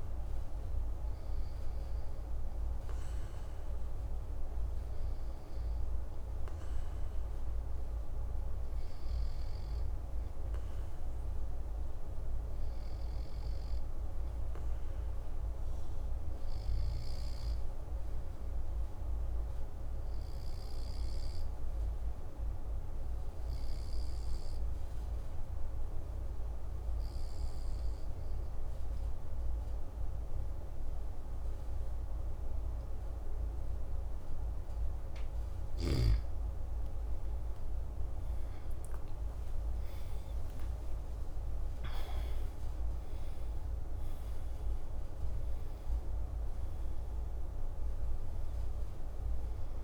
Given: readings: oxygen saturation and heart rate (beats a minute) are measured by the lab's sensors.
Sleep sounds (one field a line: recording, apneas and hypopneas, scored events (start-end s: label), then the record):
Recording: breathing in sleep, hard to hear, by a room microphone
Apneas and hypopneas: 1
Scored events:
14.50-32.50 s: obstructive apnea (oxygen 98% before, 94% lowest)
37.50-42.50 s: arousal
From the record:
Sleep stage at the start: N2 (light sleep)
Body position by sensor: on the back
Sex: male